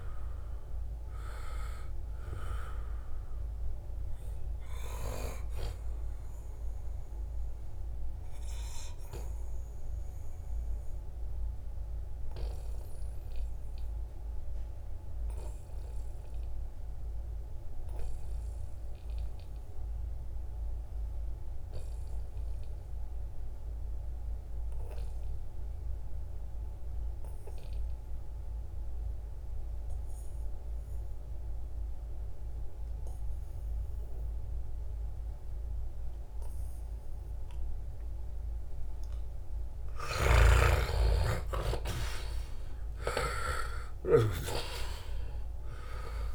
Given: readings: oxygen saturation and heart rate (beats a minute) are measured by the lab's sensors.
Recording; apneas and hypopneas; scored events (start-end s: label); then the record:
breathing in sleep by a room microphone; 1
0.00-19.50 s: oxygen desaturation (device-marked, oxygen 85% lowest, heart rate 66 extreme)
7.00-39.00 s: obstructive apnea (oxygen 97% before, 85% lowest, heart rate 75 before, 66 extreme, up 20 after)
33.50-46.35 s: oxygen desaturation (device-marked, oxygen 97% before, 86% lowest, heart rate 73 before, 69 extreme)
39.50-41.50 s: long interval between heartbeats (device-marked, heart rate 71 before, 75 extreme)
40.50-44.00 s: arousal
From the record:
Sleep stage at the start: N2 (light sleep); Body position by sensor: on the back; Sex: male